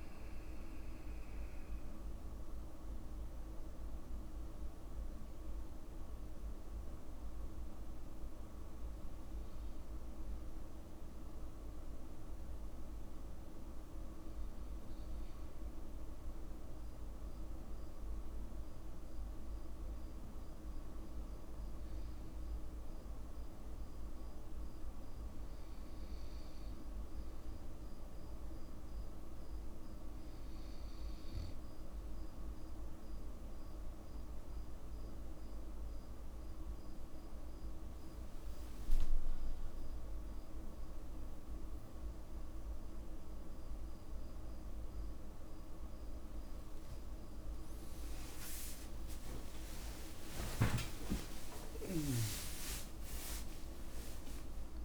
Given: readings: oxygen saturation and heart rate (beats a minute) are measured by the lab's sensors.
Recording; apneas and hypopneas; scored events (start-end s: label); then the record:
breathing in sleep, hard to hear, by a room microphone; none
39.00-54.85 s: new sleep stage, N1 (lightest sleep)
41.00-43.00 s: long interval between heartbeats (device-marked, heart rate 54 before, 75 extreme)
44.00-46.00 s: long interval between heartbeats (device-marked, heart rate 58 before, 79 extreme)
46.00-53.00 s: tachycardia (device-marked, heart rate 56 before, 144 extreme)
49.00-54.50 s: arousal
51.00-53.00 s: long interval between heartbeats (device-marked, heart rate 71 before, 140 extreme)
From the record:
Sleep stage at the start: N2 (light sleep); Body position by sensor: on the back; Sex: male